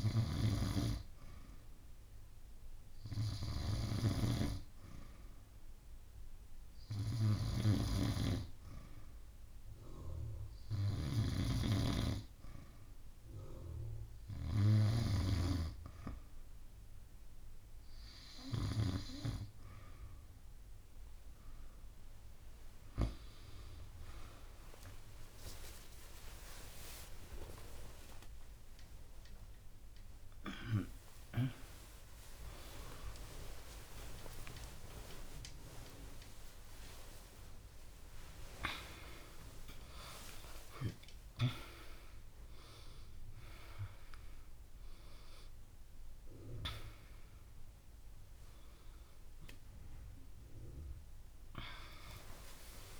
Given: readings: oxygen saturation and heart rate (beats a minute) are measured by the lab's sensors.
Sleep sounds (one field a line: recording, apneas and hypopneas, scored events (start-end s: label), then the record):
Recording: a person awake in a sleep study, by a room microphone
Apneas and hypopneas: none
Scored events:
0.00-15.00 s: snoring (device-marked)
19.00-52.99 s: new sleep stage, awake
24.00-52.00 s: bradycardia (device-marked)
27.50-29.50 s: long interval between heartbeats (device-marked)
From the record:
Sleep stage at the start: N2 (light sleep)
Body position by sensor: on the back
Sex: female